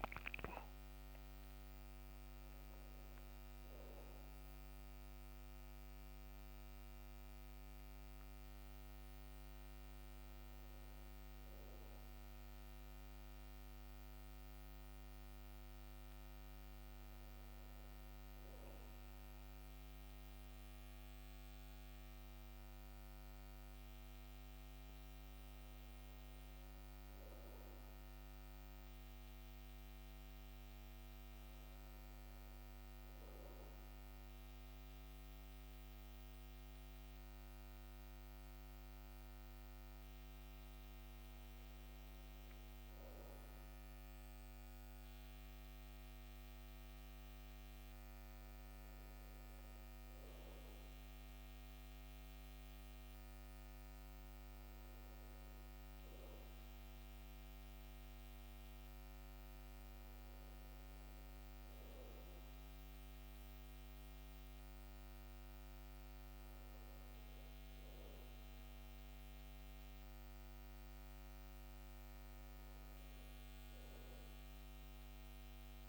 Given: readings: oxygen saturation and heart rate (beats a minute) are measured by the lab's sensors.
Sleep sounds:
breathing in sleep, hard to hear, by a microphone on the trachea; none
0.00-4.00 s: oxygen desaturation (device-marked, oxygen 93% lowest, heart rate 63 extreme)
From the record:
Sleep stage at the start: REM sleep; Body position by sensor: on the back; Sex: male

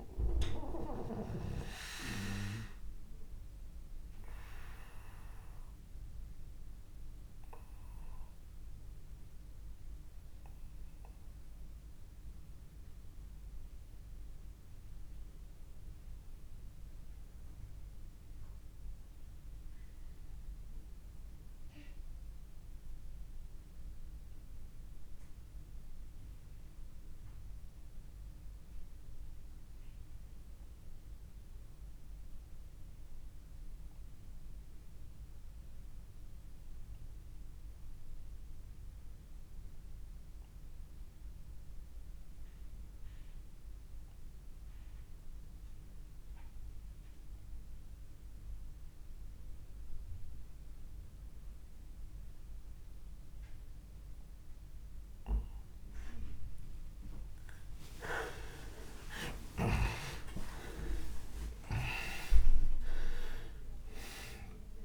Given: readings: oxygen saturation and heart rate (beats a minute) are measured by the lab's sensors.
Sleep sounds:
breathing in sleep by a room microphone; 1
0.00-22.00 s: oxygen desaturation (device-marked, oxygen 85% lowest)
1.00-57.00 s: obstructive apnea (oxygen 98% before, 80% lowest)
20.00-64.85 s: new sleep stage, N2 (light sleep)
40.00-64.85 s: oxygen desaturation (device-marked, oxygen 98% before, 80% lowest, heart rate 43 before, 26 extreme)
59.00-63.50 s: arousal
From the record:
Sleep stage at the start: REM sleep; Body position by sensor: on the back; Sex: male

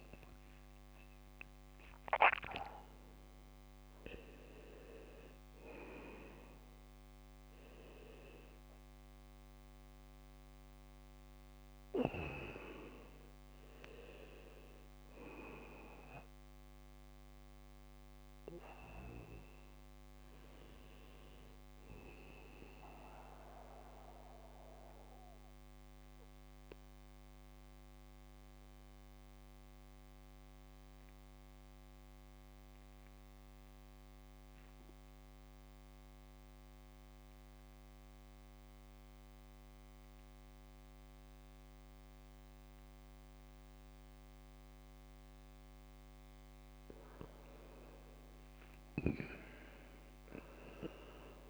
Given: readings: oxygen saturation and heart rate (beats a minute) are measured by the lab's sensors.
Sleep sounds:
breathing in sleep by a microphone on the trachea; 1
23.50-46.00 s: mixed apnea (oxygen 100% before, 95% lowest)
48.50-51.50 s: arousal
49.50-51.50 s: oxygen desaturation (device-marked, oxygen 99% before, 95% lowest)
From the record:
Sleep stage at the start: N2 (light sleep); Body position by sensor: on the right side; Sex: male

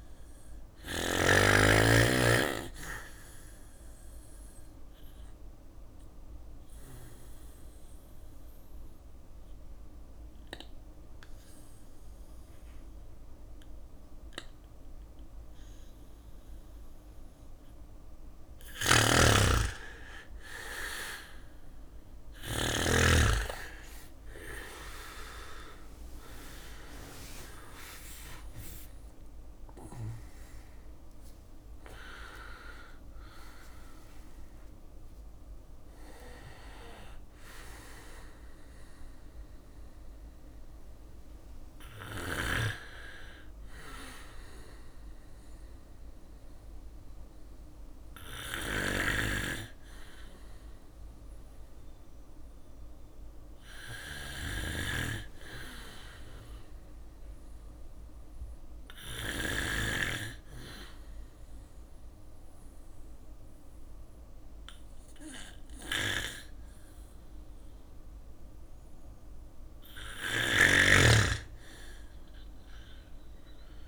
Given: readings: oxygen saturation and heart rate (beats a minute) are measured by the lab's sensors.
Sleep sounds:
breathing in sleep by a room microphone; 2
0.00-16.00 s: oxygen desaturation (device-marked, oxygen 92% lowest, heart rate 60 extreme)
4.00-17.00 s: obstructive apnea (oxygen 98% before, 91% lowest, heart rate 61 before, 60 extreme, up 4 after)
17.50-21.50 s: snoring (device-marked)
18.50-22.50 s: arousal
20.00-34.00 s: drop in pulse transit time (device-marked, heart rate 61 before, 62 extreme)
47.50-58.50 s: snoring (device-marked)
53.00-56.00 s: arousal
56.00-67.00 s: bradycardia (device-marked, heart rate 61 before, 58 extreme)
59.00-69.50 s: obstructive apnea (oxygen 100% before, 89% lowest, heart rate 62 before, 57 extreme, up 3 after)
68.00-70.00 s: bradycardia (device-marked, heart rate 61 before, 59 extreme)
69.00-73.88 s: snoring (device-marked)
71.50-73.88 s: arousal
From the record:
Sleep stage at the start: N2 (light sleep); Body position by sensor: on the back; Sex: male

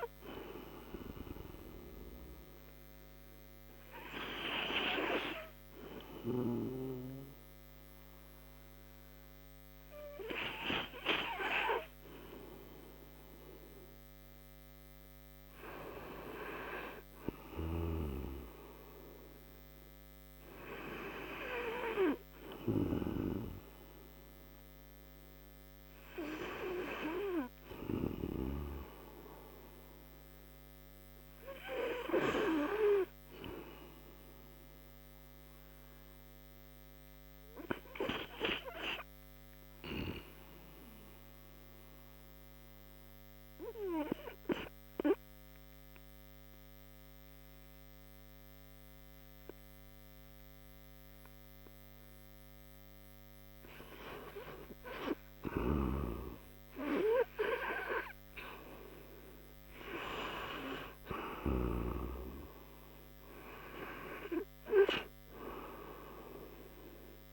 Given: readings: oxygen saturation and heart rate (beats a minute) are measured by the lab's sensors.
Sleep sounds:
breathing in sleep by a microphone on the trachea; 1
0.00-3.50 s: oxygen desaturation (device-marked, oxygen 84% lowest)
14.50-18.00 s: arousal
35.50-55.00 s: obstructive apnea (oxygen 99% before, 90% lowest)
58.00-61.50 s: arousal
From the record:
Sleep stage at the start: N2 (light sleep); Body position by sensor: on the right side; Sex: male

